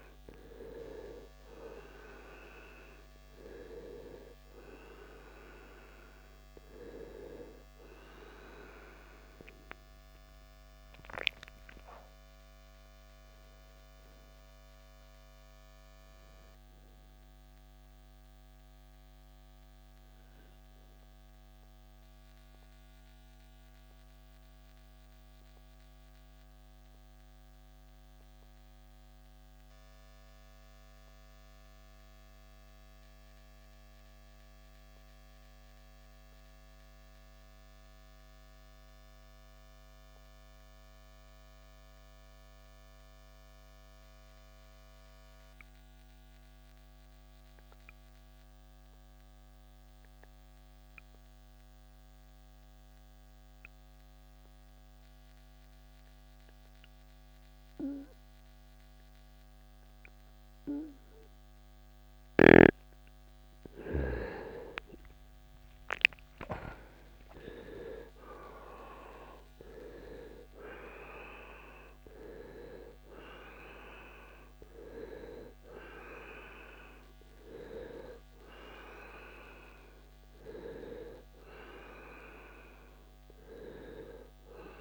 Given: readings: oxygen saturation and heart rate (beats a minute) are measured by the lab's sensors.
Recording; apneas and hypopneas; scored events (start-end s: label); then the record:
breathing in sleep by a microphone on the trachea; 1
0.00-34.00 s: oxygen desaturation (device-marked, oxygen 77% lowest, heart rate 52 extreme)
10.00-14.00 s: arousal
19.00-62.00 s: mixed apnea (oxygen 92% before, 77% lowest, heart rate 83 before, 50 extreme, up 12 after)
26.00-84.81 s: new sleep stage, N2 (light sleep)
54.00-84.81 s: oxygen desaturation (device-marked, oxygen 98% before, 77% lowest, heart rate 66 before, 50 extreme)
64.00-69.00 s: arousal
From the record:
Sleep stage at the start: N1 (lightest sleep); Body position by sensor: on the right side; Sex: male